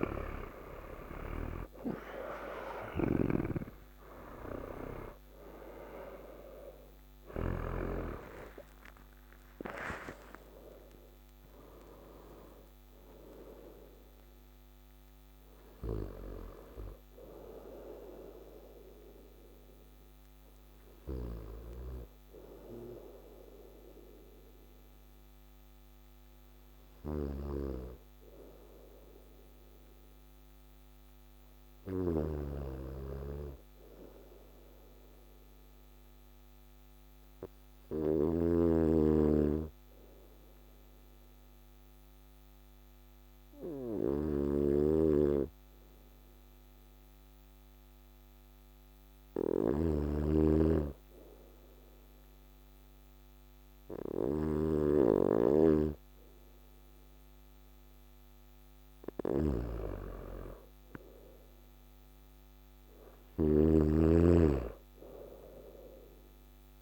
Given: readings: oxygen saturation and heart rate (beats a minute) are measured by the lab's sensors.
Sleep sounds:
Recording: breathing in sleep by a microphone on the trachea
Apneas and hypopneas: 1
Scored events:
2.00-8.00 s: arousal
2.50-7.50 s: snoring (device-marked)
26.50-66.82 s: snoring (device-marked)
29.00-55.00 s: hypopnea (oxygen 99% before, 96% lowest, heart rate 74 before, 59 extreme, up 2 after)
59.00-63.50 s: arousal
63.00-66.82 s: new sleep stage, N2 (light sleep)
From the record:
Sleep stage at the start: REM sleep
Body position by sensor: on the right side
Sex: male

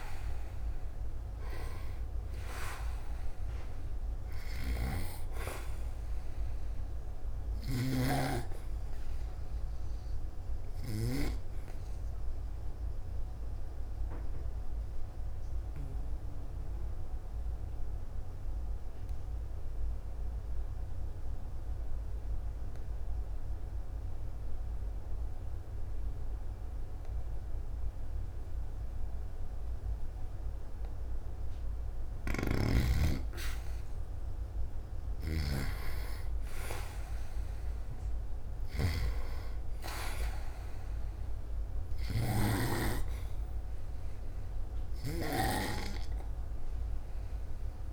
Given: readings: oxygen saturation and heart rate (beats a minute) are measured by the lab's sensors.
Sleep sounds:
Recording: breathing in sleep by a room microphone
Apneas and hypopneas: 1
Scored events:
0.00-1.00 s: arousal
4.50-11.00 s: snoring (device-marked)
13.00-31.50 s: obstructive apnea (oxygen 97% before, 91% lowest, heart rate 53 before, 52 extreme, up 0 after)
25.50-35.50 s: oxygen desaturation (device-marked, oxygen 96% before, 91% lowest, heart rate 56 before, 52 extreme)
32.00-42.50 s: snoring (device-marked)
35.00-39.00 s: arousal
From the record:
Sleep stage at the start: N2 (light sleep)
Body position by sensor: on the back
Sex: male

